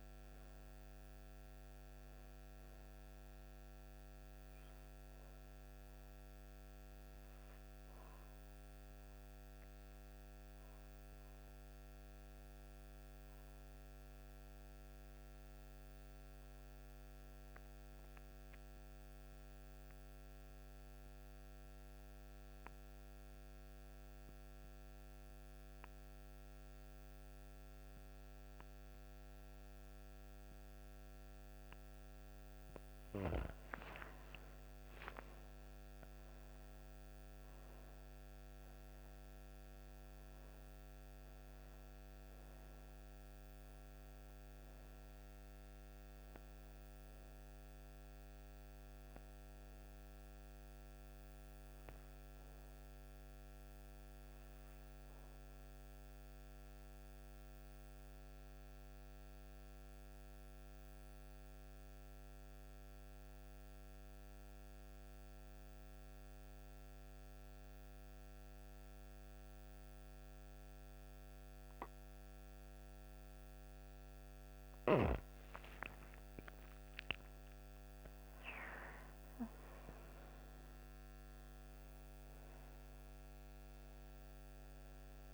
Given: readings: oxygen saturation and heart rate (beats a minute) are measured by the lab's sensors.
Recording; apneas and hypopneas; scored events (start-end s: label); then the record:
breathing in sleep, hard to hear, by a microphone on the trachea; 2
0.00-18.00 s: oxygen desaturation (device-marked, oxygen 88% lowest)
6.00-33.00 s: obstructive apnea (oxygen 98% before, 83% lowest)
29.00-64.00 s: oxygen desaturation (device-marked, oxygen 98% before, 83% lowest)
34.00-38.50 s: arousal
52.50-75.00 s: obstructive apnea (oxygen 98% before, 83% lowest)
74.00-85.34 s: oxygen desaturation (device-marked, oxygen 98% before, 86% lowest)
75.50-80.00 s: arousal
From the record:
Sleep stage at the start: N2 (light sleep); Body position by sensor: on the back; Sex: female